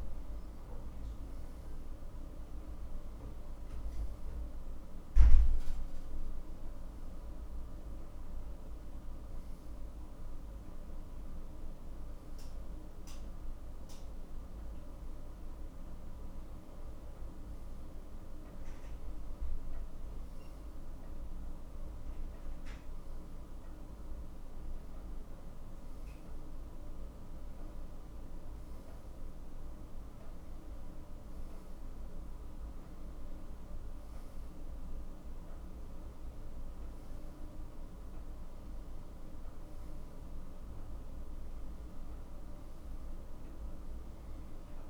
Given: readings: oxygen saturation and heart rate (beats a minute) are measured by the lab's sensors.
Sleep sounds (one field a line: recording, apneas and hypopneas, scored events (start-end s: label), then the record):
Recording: breathing in sleep, hard to hear, by a room microphone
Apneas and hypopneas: none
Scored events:
none scored
From the record:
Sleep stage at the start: N2 (light sleep)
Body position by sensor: on the back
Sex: male